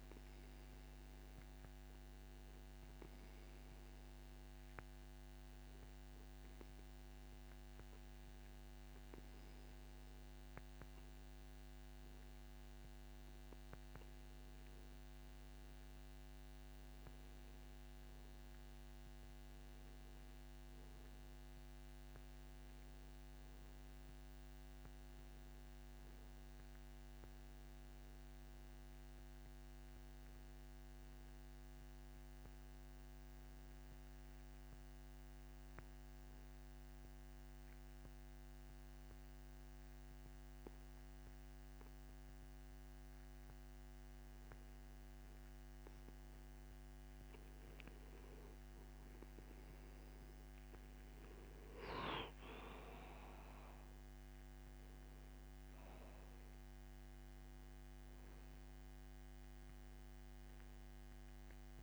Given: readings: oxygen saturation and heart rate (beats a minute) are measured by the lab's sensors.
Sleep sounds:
breathing in sleep, hard to hear, by a microphone on the trachea; 1
36.00-47.00 s: mixed apnea (oxygen 93% before, 90% lowest)
52.50-55.50 s: arousal
55.50-61.83 s: oxygen desaturation (device-marked, oxygen 94% before, 90% lowest)
From the record:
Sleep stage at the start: N2 (light sleep); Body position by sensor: on the back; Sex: male

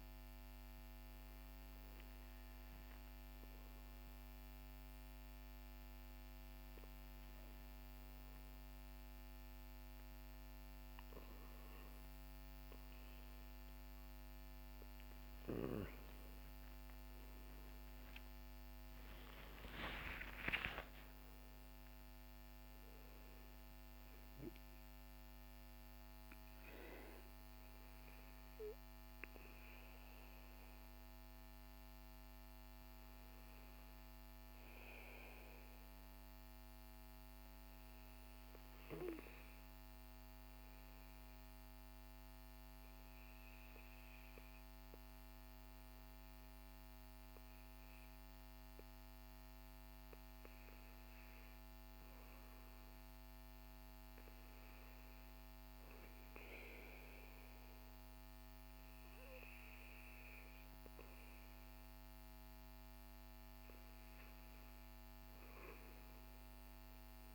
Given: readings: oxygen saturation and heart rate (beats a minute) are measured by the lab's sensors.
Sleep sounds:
breathing in sleep by a microphone on the trachea; 1
16.00-20.00 s: arousal
40.50-51.00 s: obstructive apnea (oxygen 98% before, 95% lowest, heart rate 61 before, 55 extreme, up 6 after)
52.50-57.00 s: arousal
From the record:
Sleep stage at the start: REM sleep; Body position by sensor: on the back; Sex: male

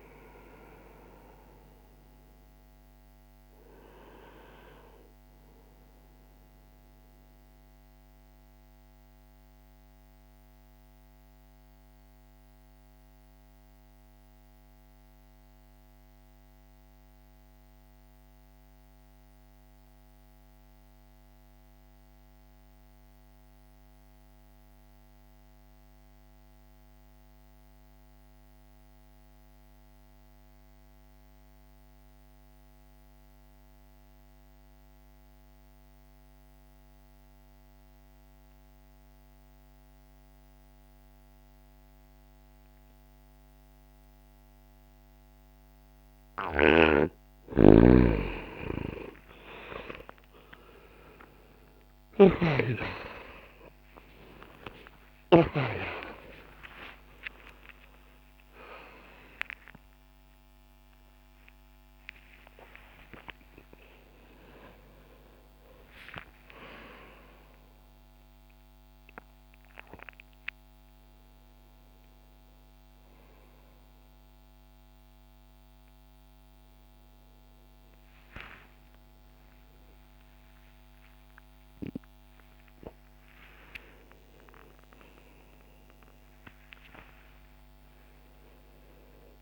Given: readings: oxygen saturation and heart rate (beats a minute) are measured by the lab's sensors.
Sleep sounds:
a person awake in a sleep study, by a microphone on the trachea; 1
0.00-26.00 s: oxygen desaturation (device-marked, oxygen 84% lowest)
6.50-46.50 s: mixed apnea (oxygen 99% before, 84% lowest)
34.00-89.42 s: new sleep stage, awake
36.00-60.00 s: oxygen desaturation (device-marked, oxygen 97% before, 90% lowest)
46.00-55.00 s: snoring (device-marked)
76.00-88.00 s: oxygen desaturation (device-marked, oxygen 91% before, 86% lowest, heart rate 104 before, 39 extreme)
From the record:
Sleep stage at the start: N2 (light sleep); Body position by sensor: on the back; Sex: male

